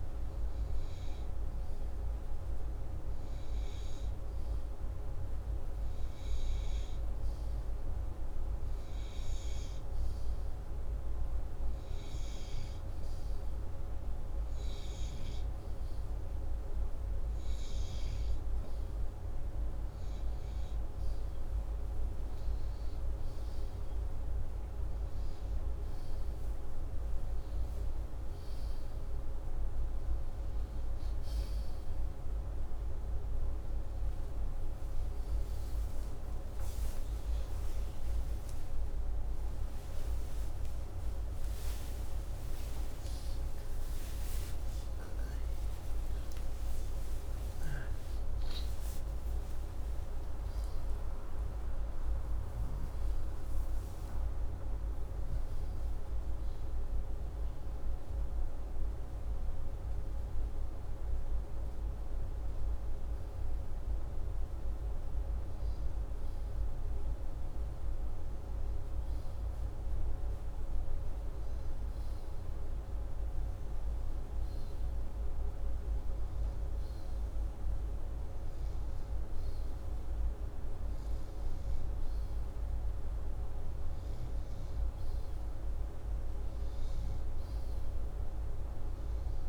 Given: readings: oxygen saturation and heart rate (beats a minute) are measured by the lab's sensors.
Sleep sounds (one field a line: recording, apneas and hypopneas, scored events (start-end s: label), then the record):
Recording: a person partly awake in a sleep study, hard to hear, by a room microphone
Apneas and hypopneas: none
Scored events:
28.50-58.50 s: new sleep stage, awake
58.50-88.50 s: new sleep stage, N2 (light sleep)
88.50-89.49 s: new sleep stage, awake
From the record:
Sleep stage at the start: N2 (light sleep)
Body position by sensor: upright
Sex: male